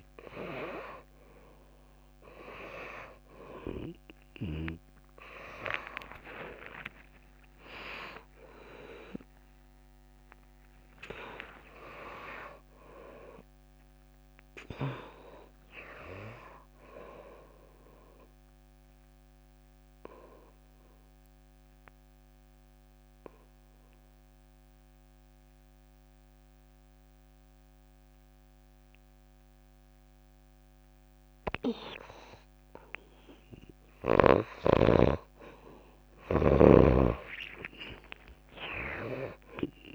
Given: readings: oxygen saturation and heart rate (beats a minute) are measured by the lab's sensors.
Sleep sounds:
a person partly awake in a sleep study, by a microphone on the trachea; 1
0.00-13.50 s: oxygen desaturation (device-marked, oxygen 84% lowest)
11.00-13.00 s: long interval between heartbeats (device-marked)
15.50-39.95 s: new sleep stage, N2 (light sleep)
19.00-31.50 s: obstructive apnea (oxygen 98% before, 85% lowest)
32.50-39.95 s: oxygen desaturation (device-marked, oxygen 98% before, 88% lowest)
34.50-38.00 s: arousal
37.00-39.95 s: snoring (device-marked)
From the record:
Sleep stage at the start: awake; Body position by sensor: on the back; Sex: female

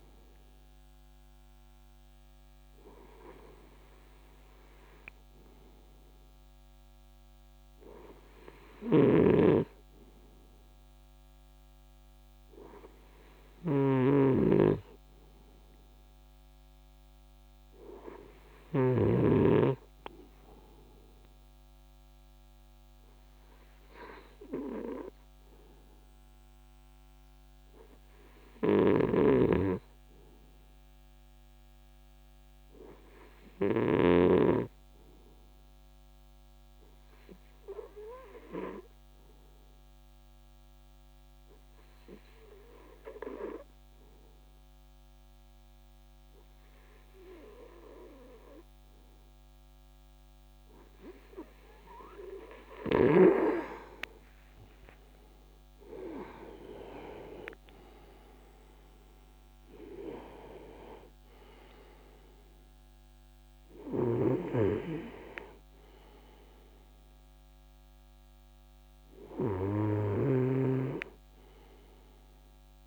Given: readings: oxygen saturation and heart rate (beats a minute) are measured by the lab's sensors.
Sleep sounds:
breathing in sleep by a microphone on the trachea; 1
8.50-18.50 s: snoring (device-marked)
33.00-53.00 s: obstructive apnea (oxygen 98% before, 94% lowest)
53.50-58.00 s: arousal
69.50-72.87 s: snoring (device-marked)
From the record:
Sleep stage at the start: N2 (light sleep); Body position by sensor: on the right side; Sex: male

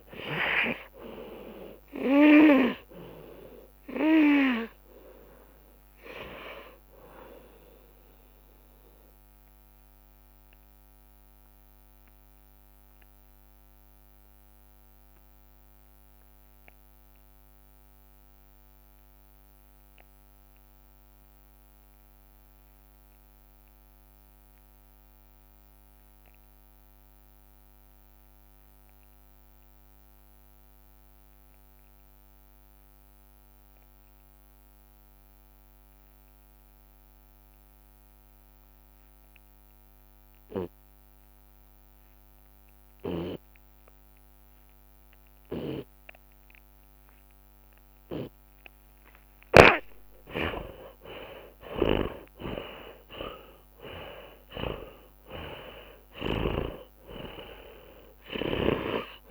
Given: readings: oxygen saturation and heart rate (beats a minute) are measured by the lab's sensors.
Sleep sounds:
breathing in sleep by a microphone on the trachea; 1
0.00-1.00 s: arousal
0.00-10.00 s: drop in pulse transit time (device-marked, heart rate 55 extreme)
1.00-3.00 s: long interval between heartbeats (device-marked, heart rate 43 before, 80 extreme)
8.50-48.50 s: obstructive apnea (oxygen 94% before, 73% lowest)
26.00-32.00 s: tachycardia (device-marked, heart rate 36 before, 168 extreme)
30.00-36.00 s: oxygen desaturation (device-marked, oxygen 89% before, 73% lowest)
42.50-44.50 s: long interval between heartbeats (device-marked)
49.00-59.31 s: oxygen desaturation (device-marked, oxygen 95% before, 73% lowest)
49.50-53.50 s: arousal
49.50-59.00 s: snoring (device-marked)
57.50-59.31 s: long interval between heartbeats (device-marked)
From the record:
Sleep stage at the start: N2 (light sleep); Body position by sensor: on the back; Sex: male

